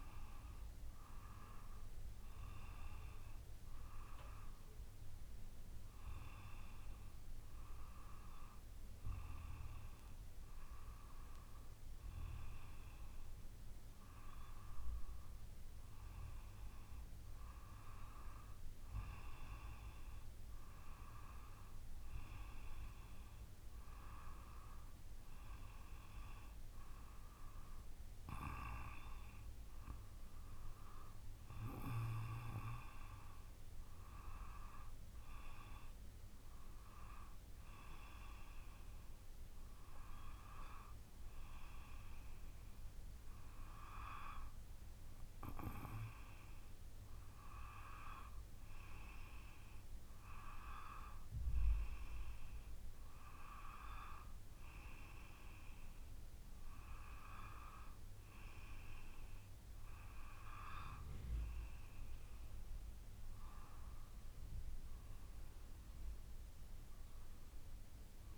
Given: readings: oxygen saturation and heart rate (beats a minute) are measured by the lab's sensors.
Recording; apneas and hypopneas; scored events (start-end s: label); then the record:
breathing in sleep by a room microphone; none
none scored
From the record:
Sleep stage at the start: N2 (light sleep); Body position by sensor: on the back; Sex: female